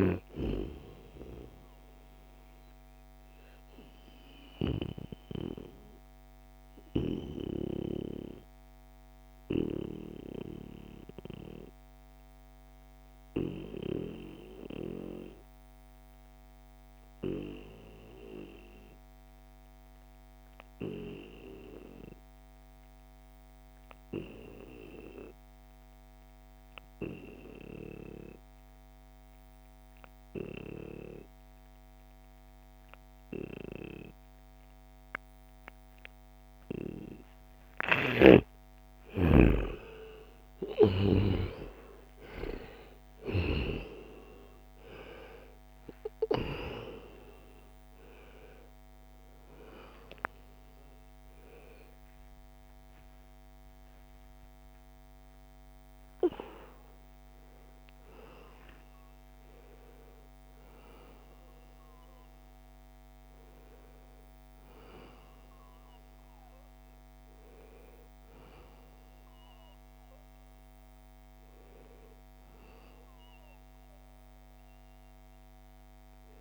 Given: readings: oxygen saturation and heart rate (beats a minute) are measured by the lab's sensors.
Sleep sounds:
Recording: a person awake in a sleep study, by a microphone on the trachea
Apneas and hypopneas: 1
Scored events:
0.00-10.00 s: oxygen desaturation (device-marked, oxygen 90% lowest, heart rate 60 extreme)
1.50-36.00 s: obstructive apnea (oxygen 95% before, 87% lowest, heart rate 71 before, 59 extreme, up 10 after)
27.00-76.41 s: new sleep stage, awake
31.00-64.00 s: oxygen desaturation (device-marked, oxygen 96% before, 87% lowest, heart rate 66 before, 60 extreme)
32.00-34.00 s: bradycardia (device-marked, heart rate 76 before, 60 extreme)
37.00-40.50 s: snoring (device-marked)
From the record:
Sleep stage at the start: N2 (light sleep)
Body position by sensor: on the back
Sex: male

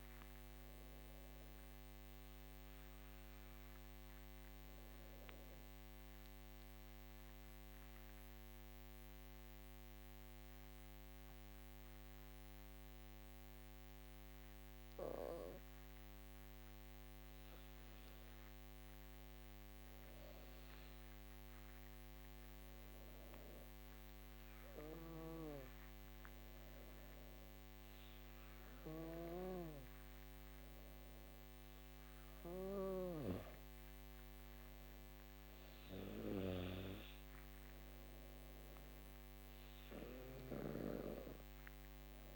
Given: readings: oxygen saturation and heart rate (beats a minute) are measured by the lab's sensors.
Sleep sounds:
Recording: breathing in sleep by a microphone on the trachea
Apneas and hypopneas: 1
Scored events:
2.50-15.00 s: obstructive apnea (oxygen 99% before, 96% lowest, heart rate 58 before, 54 extreme, up 19 after)
16.50-21.00 s: arousal
From the record:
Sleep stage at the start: N2 (light sleep)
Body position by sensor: on the back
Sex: female

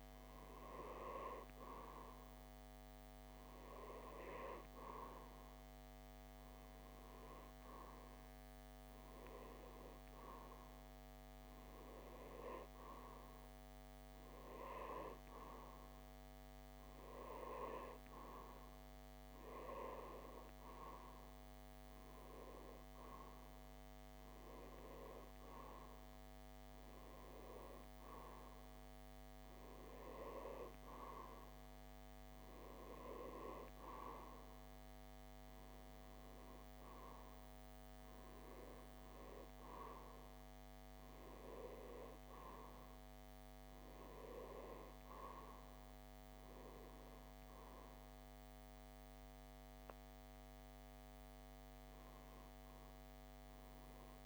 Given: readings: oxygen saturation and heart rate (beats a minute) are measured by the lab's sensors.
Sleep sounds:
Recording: breathing in sleep by a microphone on the trachea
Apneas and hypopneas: none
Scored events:
none scored
From the record:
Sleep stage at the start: REM sleep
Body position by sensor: on the back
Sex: male

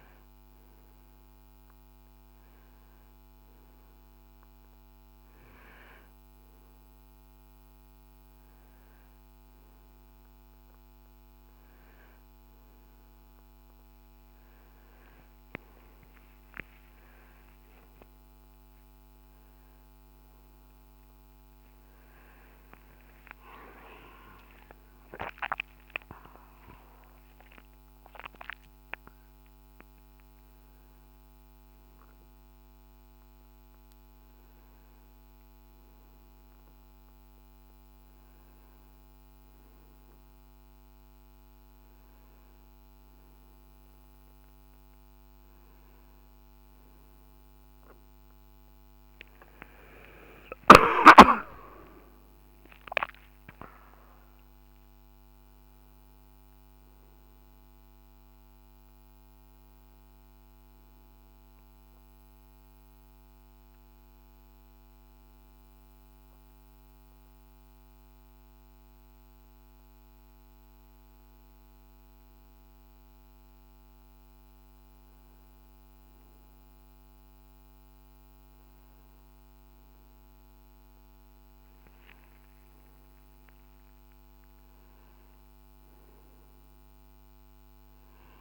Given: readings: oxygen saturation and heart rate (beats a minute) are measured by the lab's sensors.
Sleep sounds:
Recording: breathing in sleep by a microphone on the trachea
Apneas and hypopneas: none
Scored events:
22.00-28.00 s: arousal
23.50-25.50 s: long interval between heartbeats (device-marked, heart rate 68 before, 63 extreme)
84.50-88.41 s: oxygen desaturation (device-marked, oxygen 98% before, 94% lowest, heart rate 60 before, 61 extreme)
From the record:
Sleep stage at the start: N2 (light sleep)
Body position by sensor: on the right side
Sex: male

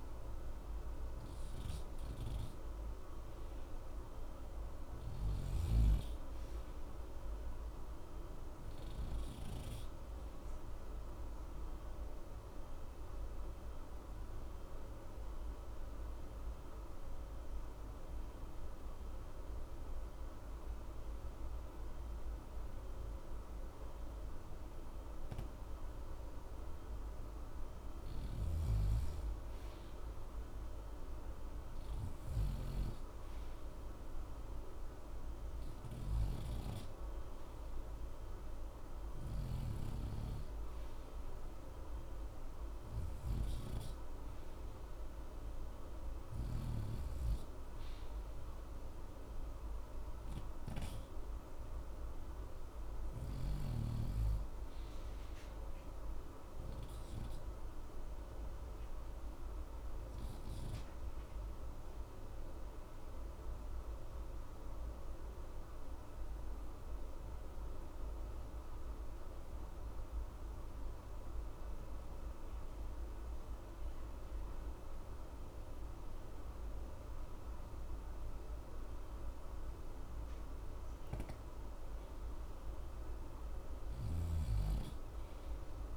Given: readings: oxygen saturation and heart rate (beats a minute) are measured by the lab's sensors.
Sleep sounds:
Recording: breathing in sleep, hard to hear, by a room microphone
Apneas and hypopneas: 2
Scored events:
0.00-31.00 s: oxygen desaturation (device-marked, oxygen 87% lowest, heart rate 60 extreme)
12.00-26.50 s: obstructive apnea (oxygen 93% before, 85% lowest, heart rate 60 before, 60 extreme, up 0 after)
28.00-32.50 s: snoring (device-marked)
29.50-34.00 s: arousal
49.00-70.00 s: oxygen desaturation (device-marked, oxygen 90% before, 85% lowest, heart rate 60 before, 60 extreme)
57.50-81.50 s: obstructive apnea (oxygen 90% before, 82% lowest, heart rate 60 before, 60 extreme, up 0 after)
83.00-85.96 s: arousal
From the record:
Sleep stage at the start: N2 (light sleep)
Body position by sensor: on the right side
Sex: male

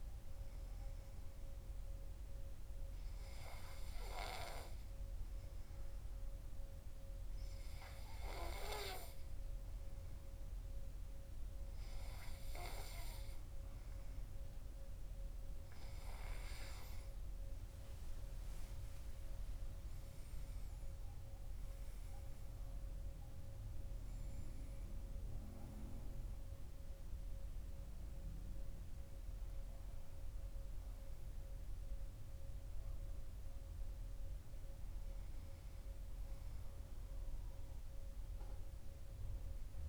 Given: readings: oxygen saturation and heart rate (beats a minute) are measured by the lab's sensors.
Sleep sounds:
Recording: breathing in sleep by a room microphone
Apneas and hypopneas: none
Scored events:
14.50-20.00 s: arousal
From the record:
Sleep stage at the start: N2 (light sleep)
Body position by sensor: on the right side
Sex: male

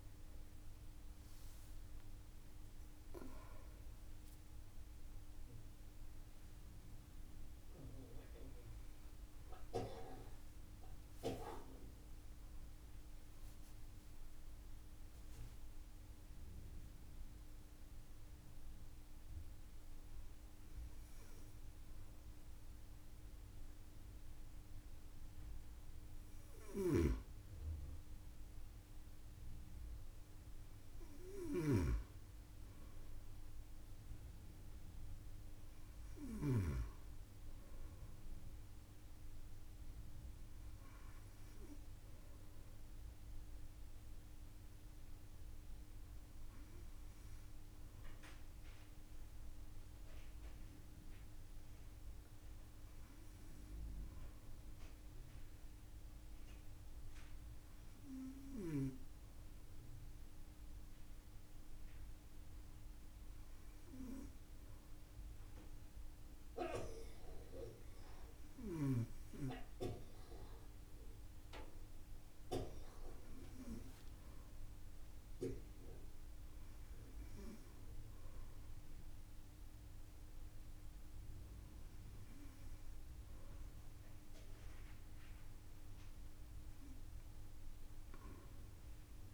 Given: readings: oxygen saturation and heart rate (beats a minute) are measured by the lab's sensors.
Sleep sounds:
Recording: breathing in sleep by a room microphone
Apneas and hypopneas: none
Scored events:
none scored
From the record:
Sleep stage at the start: N2 (light sleep)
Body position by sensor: on the front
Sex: female

